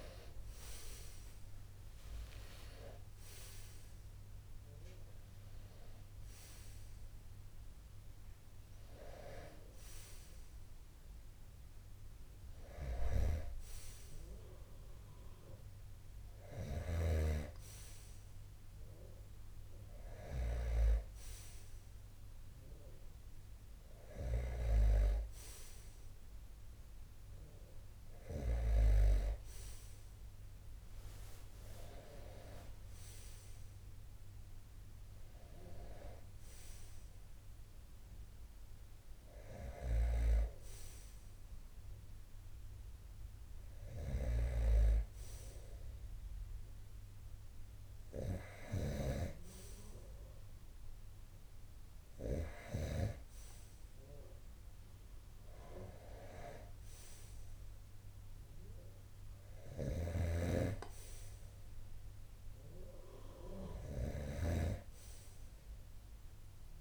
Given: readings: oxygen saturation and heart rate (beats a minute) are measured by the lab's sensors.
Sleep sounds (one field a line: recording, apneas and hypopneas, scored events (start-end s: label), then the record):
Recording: breathing in sleep by a room microphone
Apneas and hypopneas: none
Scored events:
0.00-1.50 s: arousal
0.00-10.00 s: oxygen desaturation (device-marked, oxygen 90% lowest, heart rate 50 extreme)
12.00-16.00 s: snoring (device-marked)
43.00-52.00 s: snoring (device-marked)
43.00-66.81 s: new sleep stage, N2 (light sleep)
58.50-66.81 s: snoring (device-marked)
From the record:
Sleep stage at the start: N1 (lightest sleep)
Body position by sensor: on the right side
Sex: male